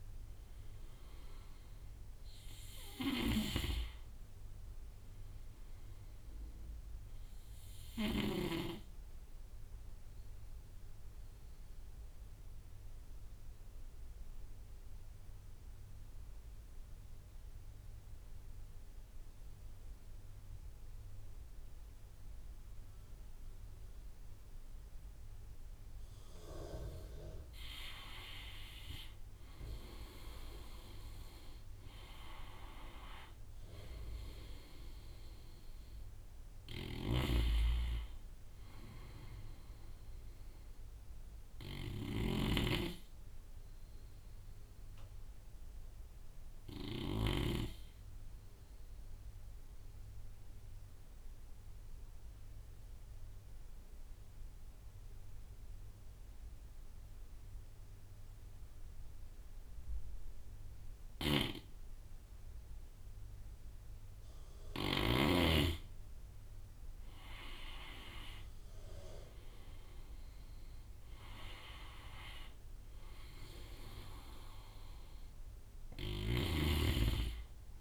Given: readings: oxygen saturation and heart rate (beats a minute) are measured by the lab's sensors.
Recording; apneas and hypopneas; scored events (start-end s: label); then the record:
breathing in sleep by a room microphone; 2
0.00-7.50 s: snoring (device-marked)
0.00-17.00 s: oxygen desaturation (device-marked, oxygen 89% lowest)
9.50-25.50 s: obstructive apnea (oxygen 97% before, 87% lowest)
28.00-31.50 s: arousal
28.00-51.00 s: oxygen desaturation (device-marked, oxygen 96% before, 90% lowest)
36.00-46.50 s: snoring (device-marked)
47.50-63.00 s: obstructive apnea (oxygen 96% before, 86% lowest)
58.00-77.81 s: oxygen desaturation (device-marked, oxygen 96% before, 87% lowest)
60.50-64.50 s: snoring (device-marked)
66.00-69.00 s: arousal
75.50-77.81 s: snoring (device-marked)
From the record:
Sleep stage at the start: N2 (light sleep); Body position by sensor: on the right side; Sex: male